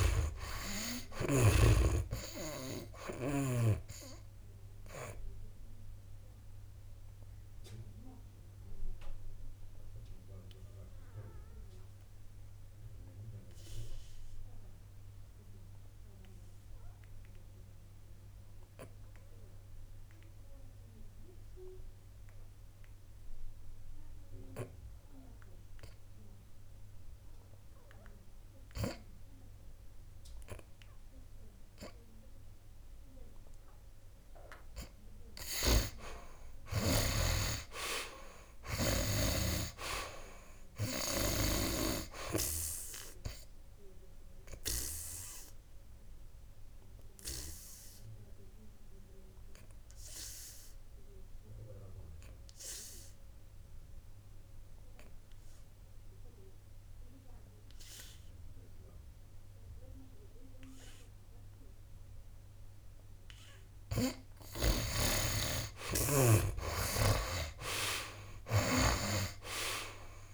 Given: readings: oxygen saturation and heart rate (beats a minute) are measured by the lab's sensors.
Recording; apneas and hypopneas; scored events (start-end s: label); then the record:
breathing in sleep by a room microphone; 2
0.00-2.00 s: arousal
0.00-4.00 s: snoring (device-marked)
6.50-34.00 s: obstructive apnea (oxygen 94% before, 74% lowest, heart rate 68 before, 62 extreme, up 10 after)
18.50-32.50 s: oxygen desaturation (device-marked, oxygen 91% before, 83% lowest, heart rate 71 before, 62 extreme)
34.50-70.34 s: oxygen desaturation (device-marked, oxygen 95% before, 74% lowest, heart rate 63 before, 60 extreme)
35.50-39.50 s: snoring (device-marked)
36.00-40.00 s: arousal
44.00-63.50 s: obstructive apnea (oxygen 95% before, 74% lowest, heart rate 65 before, 62 extreme, up 13 after)
65.00-69.50 s: snoring (device-marked)
67.50-70.34 s: arousal
From the record:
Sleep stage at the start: N2 (light sleep); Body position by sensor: on the back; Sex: male